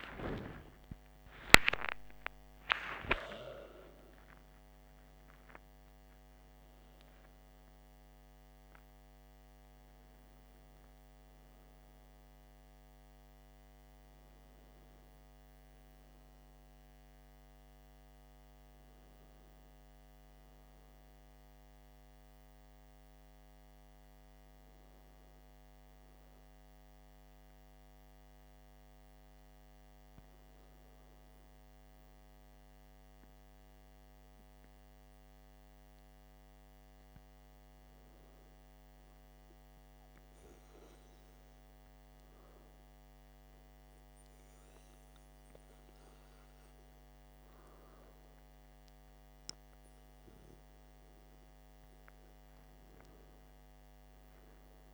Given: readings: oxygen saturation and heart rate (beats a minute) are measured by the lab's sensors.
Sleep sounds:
breathing in sleep by a microphone on the trachea; 1
0.00-3.00 s: arousal
0.00-5.00 s: tachycardia (device-marked, heart rate 179 extreme)
27.00-47.00 s: hypopnea (oxygen 98% before, 94% lowest, heart rate 65 before, 51 extreme, up 2 after)
51.00-54.94 s: arousal
From the record:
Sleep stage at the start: N2 (light sleep); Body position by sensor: on the back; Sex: male

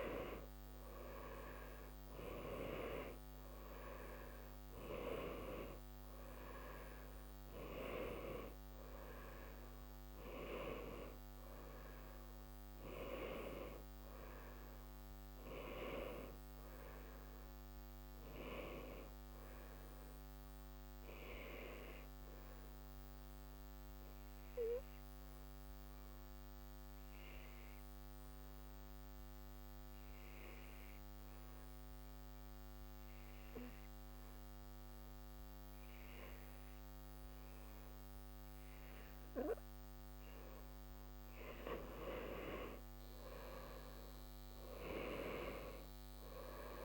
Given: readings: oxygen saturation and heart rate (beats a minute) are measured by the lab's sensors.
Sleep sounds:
breathing in sleep by a microphone on the trachea; 1
21.50-40.50 s: obstructive apnea (oxygen 93% before, 89% lowest, heart rate 65 before, 62 extreme, up 1 after)
43.00-46.85 s: arousal
From the record:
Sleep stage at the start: N2 (light sleep); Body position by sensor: on the right side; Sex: male

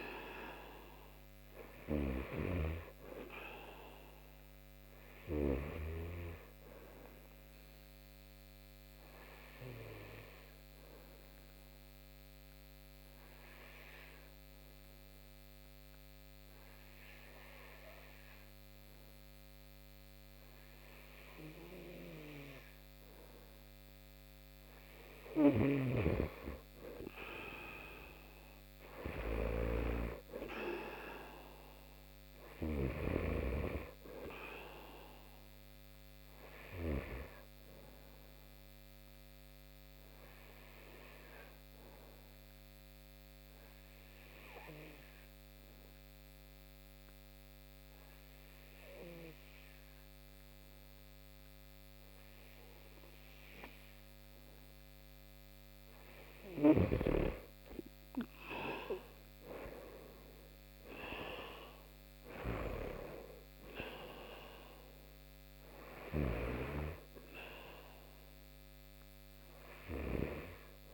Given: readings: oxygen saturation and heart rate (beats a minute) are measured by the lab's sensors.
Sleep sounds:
breathing in sleep by a microphone on the trachea; 2
1.00-5.50 s: snoring (device-marked)
6.50-23.00 s: obstructive apnea (oxygen 94% before, 87% lowest)
7.00-23.00 s: oxygen desaturation (device-marked, oxygen 94% before, 90% lowest)
24.50-32.50 s: snoring (device-marked)
25.50-29.50 s: arousal
34.00-49.00 s: oxygen desaturation (device-marked, oxygen 95% before, 89% lowest)
37.50-54.50 s: obstructive apnea (oxygen 95% before, 87% lowest)
56.50-60.00 s: arousal
63.00-70.94 s: oxygen desaturation (device-marked, oxygen 94% before, 87% lowest)
From the record:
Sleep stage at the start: N2 (light sleep); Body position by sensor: on the right side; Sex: male

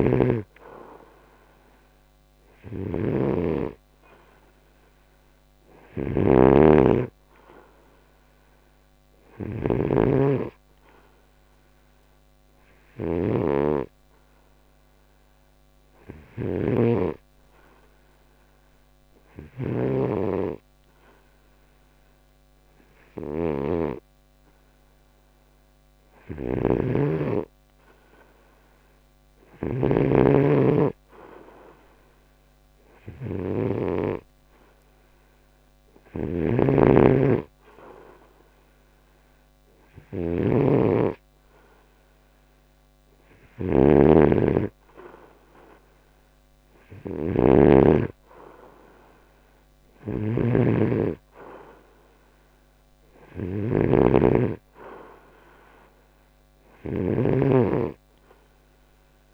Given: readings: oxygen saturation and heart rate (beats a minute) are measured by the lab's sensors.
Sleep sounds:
breathing in sleep by a microphone on the trachea; none
37.00-44.50 s: snoring (device-marked)
From the record:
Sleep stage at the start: N2 (light sleep); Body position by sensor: on the right side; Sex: male

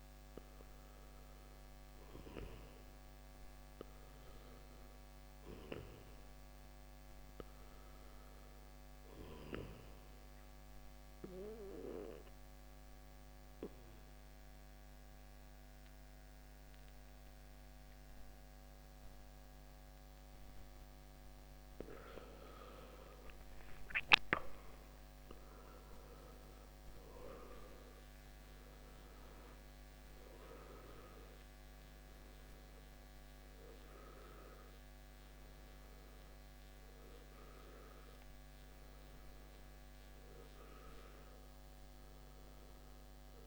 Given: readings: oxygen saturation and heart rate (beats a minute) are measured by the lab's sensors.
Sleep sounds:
breathing in sleep by a microphone on the trachea; 1
10.00-23.00 s: obstructive apnea (oxygen 92% before, 86% lowest, heart rate 67 before, 64 extreme, up 11 after)
25.00-29.50 s: arousal
28.50-43.46 s: oxygen desaturation (device-marked, oxygen 92% before, 86% lowest, heart rate 67 before, 59 extreme)
From the record:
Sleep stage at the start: N2 (light sleep); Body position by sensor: on the back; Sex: male

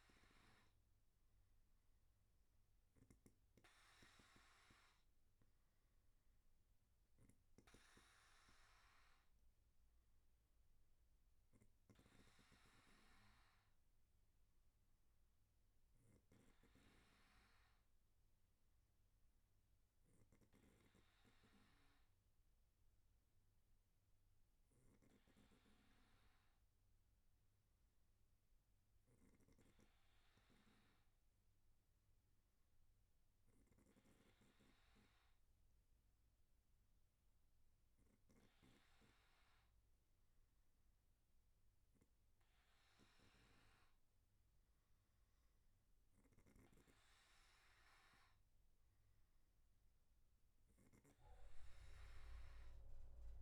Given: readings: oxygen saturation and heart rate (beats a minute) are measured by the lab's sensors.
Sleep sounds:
breathing in sleep, hard to hear, by a room microphone; none
none scored
From the record:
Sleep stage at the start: N2 (light sleep); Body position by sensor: on the back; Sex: male

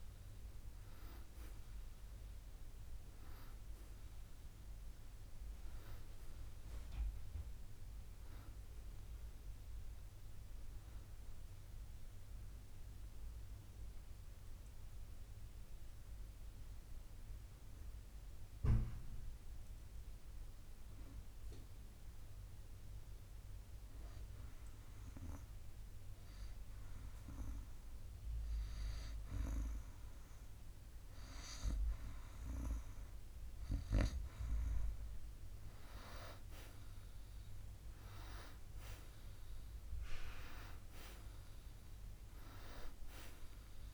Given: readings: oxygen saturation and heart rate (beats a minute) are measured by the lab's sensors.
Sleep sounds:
breathing in sleep by a room microphone; 1
12.50-33.50 s: hypopnea (oxygen 95% before, 92% lowest, heart rate 63 before, 55 extreme, up 6 after)
35.00-39.50 s: arousal
41.00-43.94 s: oxygen desaturation (device-marked, oxygen 97% before, 92% lowest, heart rate 58 before, 56 extreme)
From the record:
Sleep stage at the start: N2 (light sleep); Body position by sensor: on the back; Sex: male

